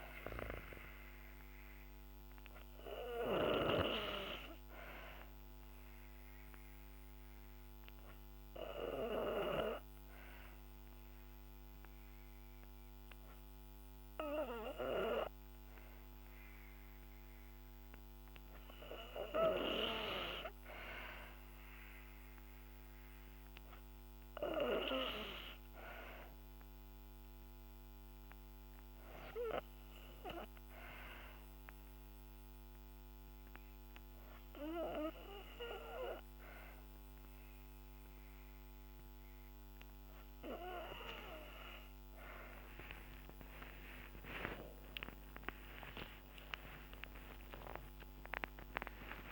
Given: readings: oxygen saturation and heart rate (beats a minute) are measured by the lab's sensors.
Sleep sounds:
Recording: breathing in sleep by a microphone on the trachea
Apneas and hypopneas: none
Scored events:
0.00-3.00 s: snoring (device-marked)
0.00-9.50 s: oxygen desaturation (device-marked, oxygen 88% lowest, heart rate 67 extreme)
29.50-38.50 s: oxygen desaturation (device-marked, oxygen 93% before, 88% lowest, heart rate 69 before, 65 extreme)
From the record:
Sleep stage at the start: N2 (light sleep)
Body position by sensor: on the back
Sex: female

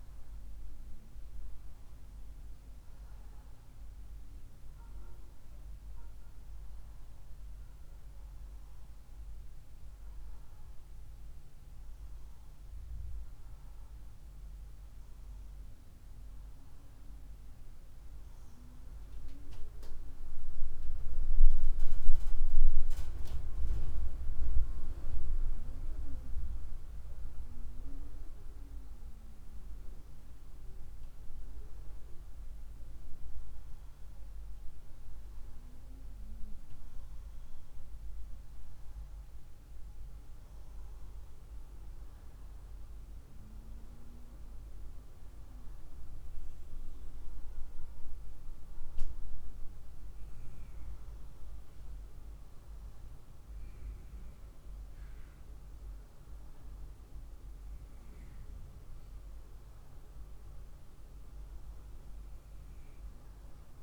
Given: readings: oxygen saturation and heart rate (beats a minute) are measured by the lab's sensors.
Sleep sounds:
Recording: breathing in sleep by a room microphone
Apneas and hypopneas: none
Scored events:
none scored
From the record:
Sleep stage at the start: N1 (lightest sleep)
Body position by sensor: on the right side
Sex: female

